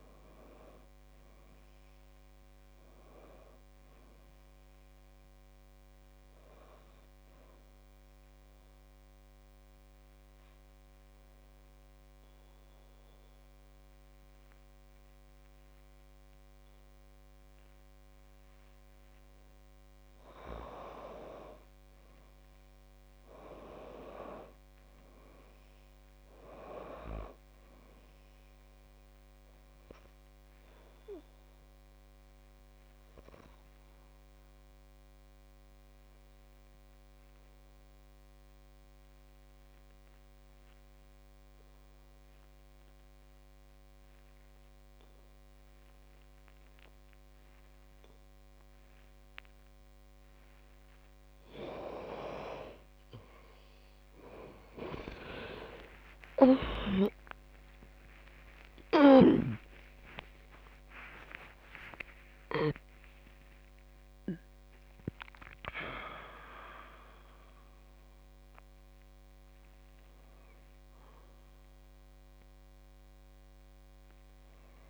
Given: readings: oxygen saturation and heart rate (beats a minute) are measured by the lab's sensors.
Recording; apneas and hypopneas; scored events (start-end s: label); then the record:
breathing in sleep by a microphone on the trachea; 2
0.00-1.00 s: arousal
11.00-21.00 s: hypopnea (oxygen 97% before, 89% lowest, heart rate 63 before, 55 extreme, up 14 after)
23.00-27.00 s: arousal
25.50-43.50 s: oxygen desaturation (device-marked, oxygen 97% before, 93% lowest, heart rate 57 before, 57 extreme)
41.00-52.00 s: obstructive apnea (oxygen 97% before, 89% lowest, heart rate 62 before, 60 extreme)
55.50-74.90 s: oxygen desaturation (device-marked, oxygen 97% before, 89% lowest, heart rate 61 before, 58 extreme)
56.50-74.90 s: new sleep stage, awake
From the record:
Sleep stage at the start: N2 (light sleep); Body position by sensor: on the back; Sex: female